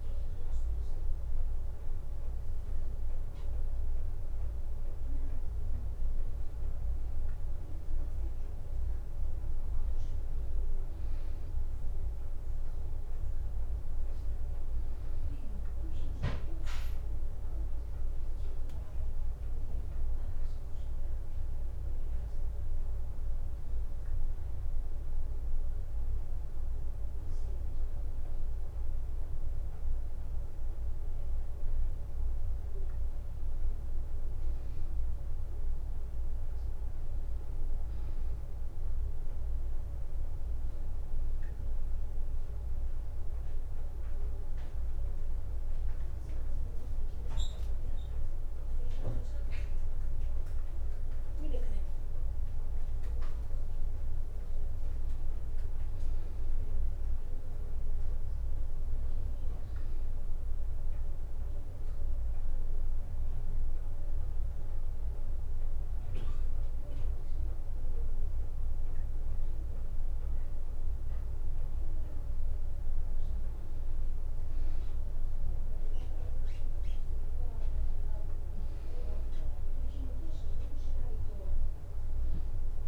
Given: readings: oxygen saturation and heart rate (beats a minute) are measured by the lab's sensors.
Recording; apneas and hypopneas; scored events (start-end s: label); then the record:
breathing in sleep, hard to hear, by a room microphone; 1
8.00-82.87 s: new sleep stage, N2 (light sleep)
52.50-57.00 s: arousal
61.00-71.00 s: hypopnea (oxygen 96% before, 93% lowest, heart rate 64 before, 63 extreme, up 2 after)
74.00-78.00 s: arousal
79.00-82.87 s: oxygen desaturation (device-marked, oxygen 96% before, 93% lowest, heart rate 64 before, 63 extreme)
From the record:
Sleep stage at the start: N1 (lightest sleep); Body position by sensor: on the back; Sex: female